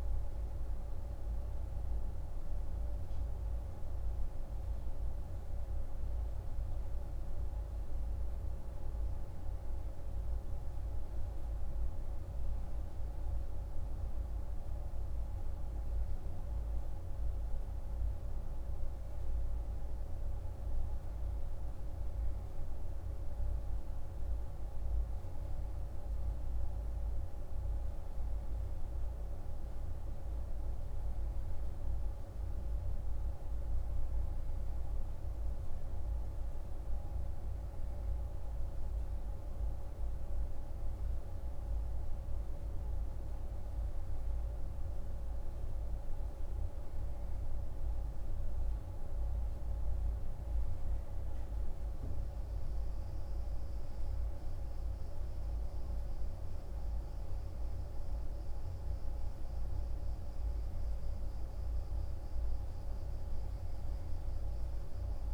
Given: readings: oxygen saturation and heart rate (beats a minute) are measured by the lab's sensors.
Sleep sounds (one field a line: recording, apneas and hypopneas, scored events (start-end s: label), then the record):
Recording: breathing in sleep, hard to hear, by a room microphone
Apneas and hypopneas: none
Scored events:
none scored
From the record:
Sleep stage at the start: N3 (deep sleep)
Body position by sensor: on the right side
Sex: male